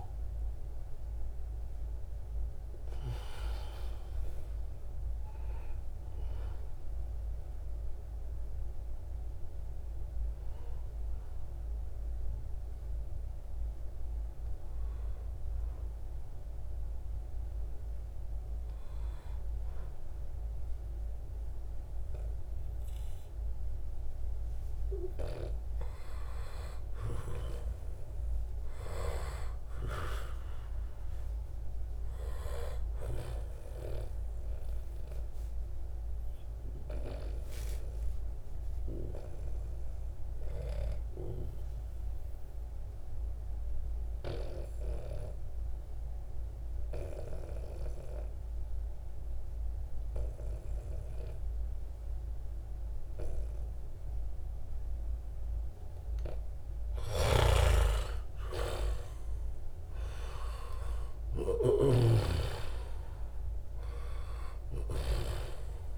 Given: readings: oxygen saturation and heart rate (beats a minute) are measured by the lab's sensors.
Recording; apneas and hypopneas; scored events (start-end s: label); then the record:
breathing in sleep by a room microphone; 2
0.00-18.50 s: oxygen desaturation (device-marked, oxygen 88% lowest, heart rate 65 extreme)
6.00-24.00 s: hypopnea (oxygen 97% before, 88% lowest, heart rate 69 before, 71 extreme, up 3 after)
25.50-29.50 s: arousal
35.00-55.50 s: obstructive apnea (oxygen 98% before, 90% lowest, heart rate 74 before, 69 extreme, up 6 after)
50.50-65.98 s: oxygen desaturation (device-marked, oxygen 96% before, 90% lowest, heart rate 74 before, 69 extreme)
56.50-60.50 s: arousal
56.50-61.50 s: snoring (device-marked)
From the record:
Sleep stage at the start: N2 (light sleep); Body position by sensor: on the back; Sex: male